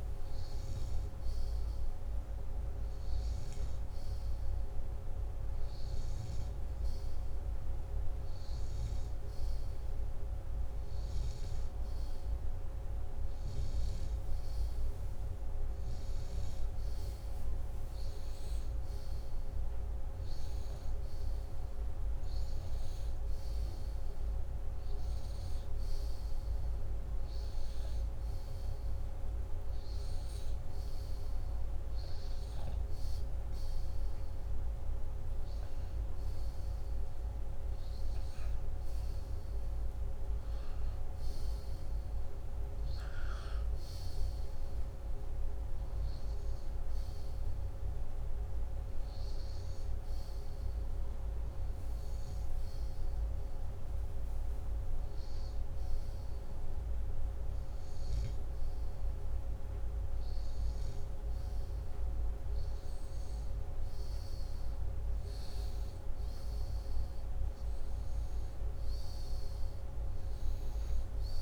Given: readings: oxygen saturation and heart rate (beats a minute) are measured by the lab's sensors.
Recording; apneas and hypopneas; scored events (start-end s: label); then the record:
breathing in sleep, hard to hear, by a room microphone; none
none scored
From the record:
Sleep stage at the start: N2 (light sleep); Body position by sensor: upright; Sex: male